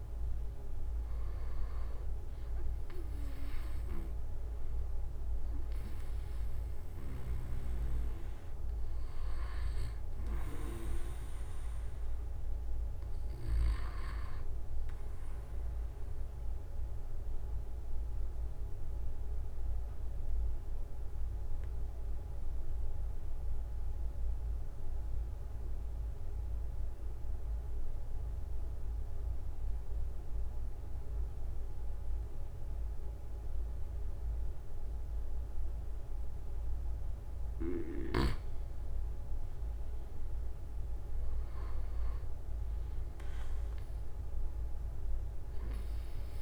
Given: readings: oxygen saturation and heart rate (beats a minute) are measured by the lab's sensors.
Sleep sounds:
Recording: breathing in sleep by a room microphone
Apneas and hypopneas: 1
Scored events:
8.00-10.00 s: long interval between heartbeats (device-marked)
15.00-37.00 s: obstructive apnea (oxygen 97% before, 92% lowest)
15.50-29.50 s: oxygen desaturation (device-marked, oxygen 95% before, 92% lowest)
40.00-45.50 s: arousal
41.00-43.00 s: long interval between heartbeats (device-marked, heart rate 45 before, 37 extreme)
From the record:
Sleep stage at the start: N2 (light sleep)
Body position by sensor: on the right side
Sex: male

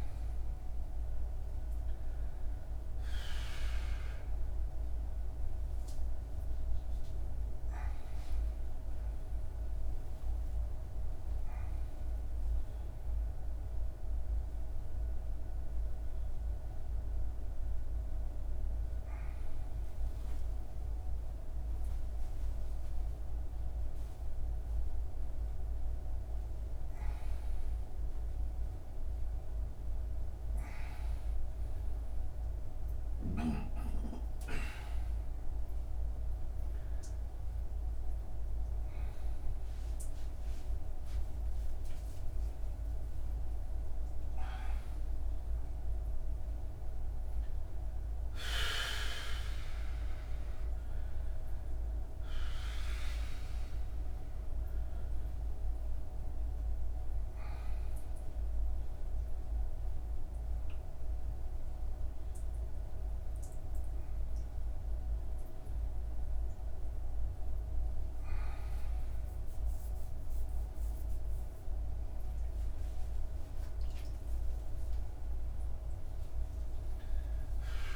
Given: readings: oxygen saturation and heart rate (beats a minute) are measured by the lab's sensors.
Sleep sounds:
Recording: a person awake in a sleep study, by a room microphone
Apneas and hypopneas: none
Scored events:
72.00-77.96 s: oxygen desaturation (device-marked, oxygen 97% before, 94% lowest)
From the record:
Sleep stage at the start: awake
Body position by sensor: on the front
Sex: male

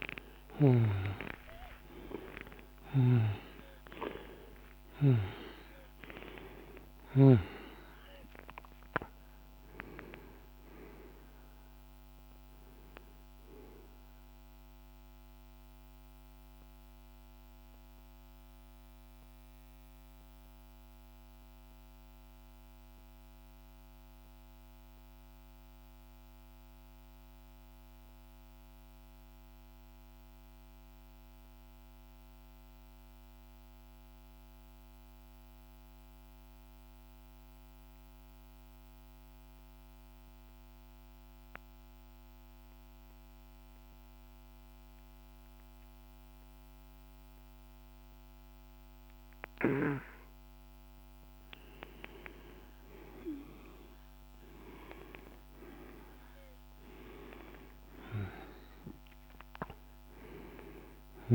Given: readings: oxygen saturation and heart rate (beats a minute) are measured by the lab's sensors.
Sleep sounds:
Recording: breathing in sleep by a microphone on the trachea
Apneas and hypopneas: 1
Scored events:
0.00-2.00 s: arousal
0.00-26.50 s: oxygen desaturation (device-marked, oxygen 85% lowest, heart rate 47 extreme)
0.50-30.50 s: new sleep stage, N1 (lightest sleep)
2.00-6.50 s: snoring (device-marked)
13.50-48.00 s: mixed apnea (oxygen 99% before, 85% lowest, heart rate 63 before, 47 extreme, up 3 after)
30.50-61.35 s: new sleep stage, N2 (light sleep)
44.50-61.35 s: oxygen desaturation (device-marked, oxygen 100% before, 86% lowest, heart rate 49 before, 48 extreme)
51.00-56.50 s: arousal
From the record:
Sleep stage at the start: N2 (light sleep)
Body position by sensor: on the back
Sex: male

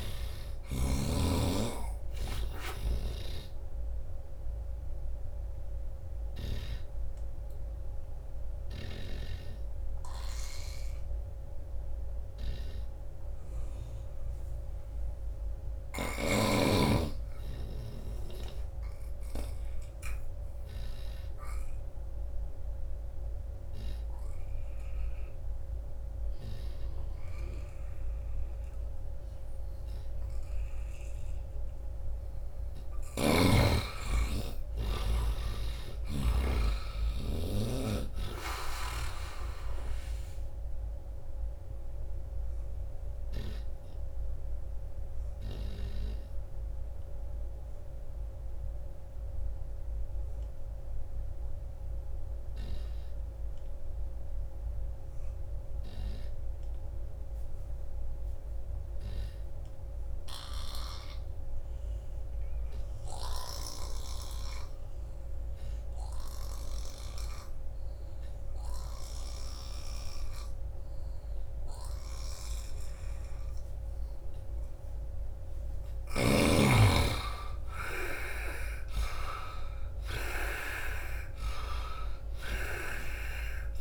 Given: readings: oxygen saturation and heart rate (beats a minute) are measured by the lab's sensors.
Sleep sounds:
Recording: breathing in sleep by a room microphone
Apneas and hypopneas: 2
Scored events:
0.00-17.00 s: oxygen desaturation (device-marked, oxygen 83% lowest, heart rate 78 extreme)
2.00-6.50 s: snoring (device-marked)
8.50-16.00 s: snoring (device-marked)
18.50-31.00 s: obstructive apnea (oxygen 95% before, 78% lowest, heart rate 86 before, 78 extreme, up 7 after)
27.00-58.00 s: oxygen desaturation (device-marked, oxygen 96% before, 80% lowest, heart rate 86 before, 66 extreme)
32.50-36.50 s: arousal
40.00-74.00 s: obstructive apnea (oxygen 96% before, 75% lowest, heart rate 83 before, 66 extreme, up 16 after)
60.00-66.50 s: snoring (device-marked)
60.00-83.81 s: oxygen desaturation (device-marked, oxygen 97% before, 75% lowest, heart rate 86 before, 66 extreme)
68.50-76.00 s: snoring (device-marked)
75.50-79.00 s: arousal
From the record:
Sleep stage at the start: N2 (light sleep)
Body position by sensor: on the right side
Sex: male

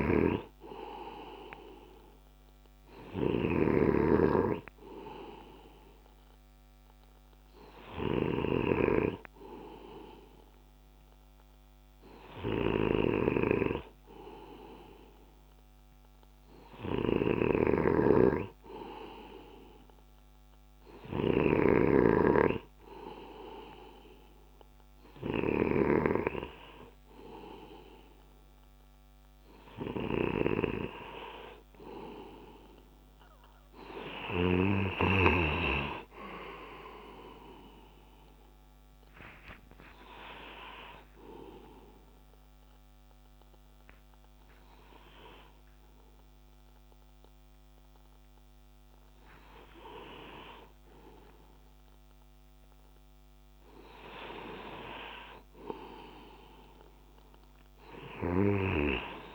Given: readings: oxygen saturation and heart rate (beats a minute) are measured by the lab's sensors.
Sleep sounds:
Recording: breathing in sleep by a microphone on the trachea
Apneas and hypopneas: 1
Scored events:
0.00-3.50 s: snoring (device-marked)
17.00-25.50 s: snoring (device-marked)
34.50-38.00 s: arousal
40.50-54.00 s: obstructive apnea (oxygen 98% before, 95% lowest)
57.50-59.35 s: arousal
From the record:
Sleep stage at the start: N2 (light sleep)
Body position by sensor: on the left side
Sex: male

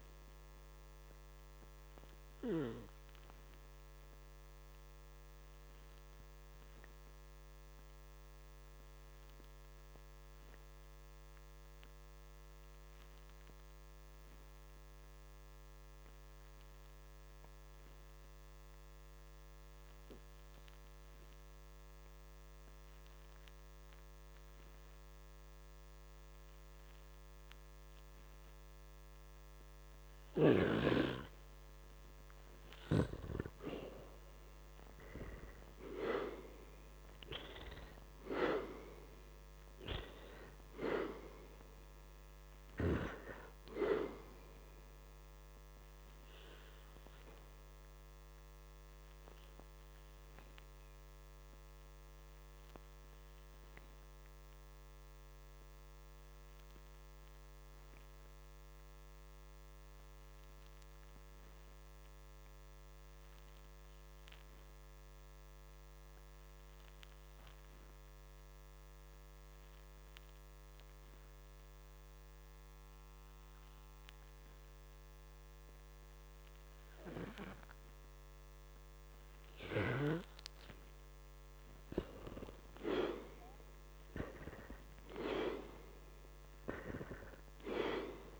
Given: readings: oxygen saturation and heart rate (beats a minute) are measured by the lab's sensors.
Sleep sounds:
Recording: breathing in sleep by a microphone on the trachea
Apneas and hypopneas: 2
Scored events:
0.50-31.00 s: hypopnea (oxygen 97% before, 86% lowest, heart rate 55 before, 51 extreme, up 6 after)
11.50-28.50 s: oxygen desaturation (device-marked, oxygen 95% before, 86% lowest, heart rate 59 before, 51 extreme)
33.50-38.00 s: arousal
49.00-79.50 s: hypopnea (oxygen 97% before, 87% lowest, heart rate 56 before, 53 extreme, up 3 after)
57.50-73.50 s: oxygen desaturation (device-marked, oxygen 96% before, 87% lowest, heart rate 59 before, 53 extreme)
82.00-86.00 s: arousal
85.50-88.40 s: oxygen desaturation (device-marked, oxygen 98% before, 94% lowest, heart rate 55 before, 55 extreme)
From the record:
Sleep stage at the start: N2 (light sleep)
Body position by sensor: on the back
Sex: male

